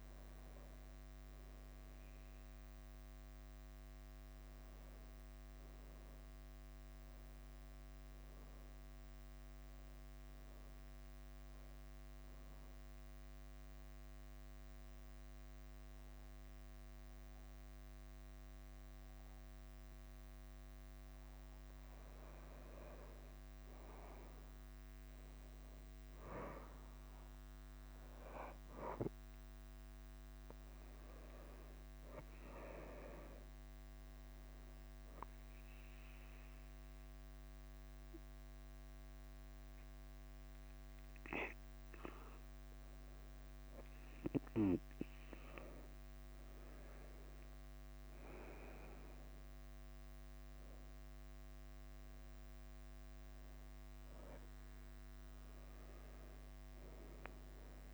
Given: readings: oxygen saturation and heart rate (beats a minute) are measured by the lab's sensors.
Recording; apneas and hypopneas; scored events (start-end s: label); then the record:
breathing in sleep by a microphone on the trachea; 1
0.00-57.94 s: bradycardia (device-marked, heart rate 42 extreme)
12.50-22.50 s: obstructive apnea (oxygen 100% before, 97% lowest, heart rate 56 before, 42 extreme, up 3 after)
27.00-31.00 s: arousal
56.50-57.94 s: new sleep stage, N2 (light sleep)
From the record:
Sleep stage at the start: N1 (lightest sleep); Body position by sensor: on the back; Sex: male